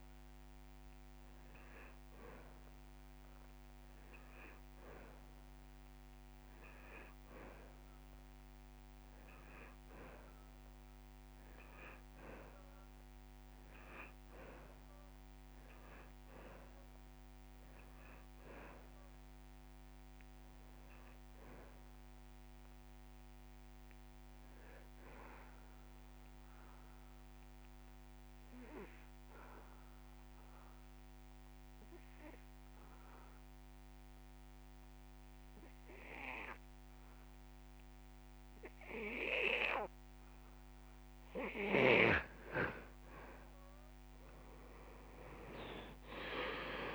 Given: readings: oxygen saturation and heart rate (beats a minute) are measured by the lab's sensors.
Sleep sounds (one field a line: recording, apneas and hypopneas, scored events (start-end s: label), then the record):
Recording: breathing in sleep by a microphone on the trachea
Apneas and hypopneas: 1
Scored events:
20.50-23.50 s: arousal
26.00-40.50 s: obstructive apnea (oxygen 98% before, 89% lowest)
45.50-46.95 s: arousal
From the record:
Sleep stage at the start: N2 (light sleep)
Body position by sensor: on the back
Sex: male